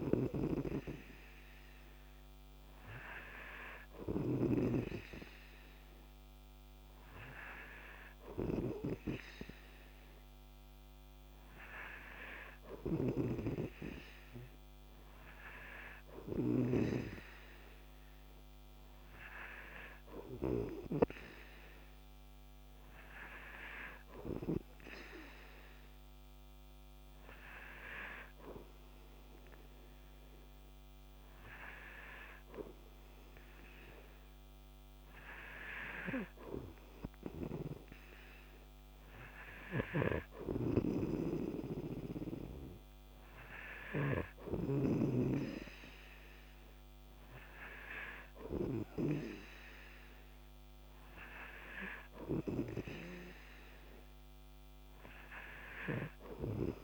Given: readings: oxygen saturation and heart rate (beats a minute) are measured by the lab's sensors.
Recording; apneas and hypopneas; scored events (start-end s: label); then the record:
breathing in sleep by a microphone on the trachea; none
0.50-5.00 s: snoring (device-marked)
13.00-17.00 s: snoring (device-marked)
40.00-44.50 s: snoring (device-marked)
From the record:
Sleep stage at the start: N3 (deep sleep); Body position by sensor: on the right side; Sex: male